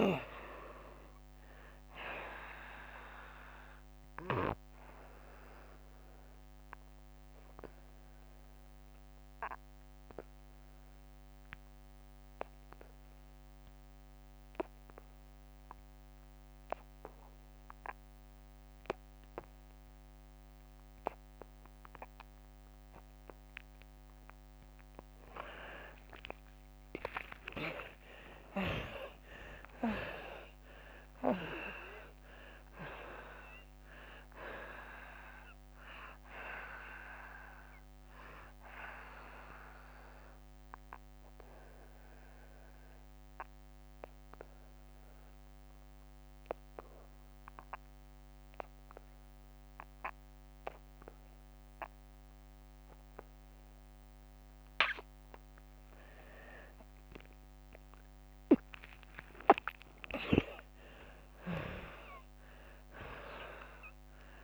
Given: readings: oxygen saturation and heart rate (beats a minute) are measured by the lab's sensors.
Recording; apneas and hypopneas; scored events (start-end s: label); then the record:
breathing in sleep by a microphone on the trachea; 2
0.00-17.50 s: oxygen desaturation (device-marked, oxygen 80% lowest, heart rate 72 extreme)
5.00-24.00 s: obstructive apnea (oxygen 98% before, 77% lowest, heart rate 85 before, 72 extreme, up 20 after)
26.00-30.00 s: arousal
33.50-45.50 s: oxygen desaturation (device-marked, oxygen 95% before, 77% lowest, heart rate 78 before, 67 extreme)
40.00-54.00 s: obstructive apnea (oxygen 99% before, 77% lowest, heart rate 87 before, 67 extreme, up 21 after)
56.00-60.50 s: arousal
62.50-64.44 s: oxygen desaturation (device-marked, oxygen 98% before, 81% lowest, heart rate 77 before, 73 extreme)
From the record:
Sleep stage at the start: N2 (light sleep); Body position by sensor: on the right side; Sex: female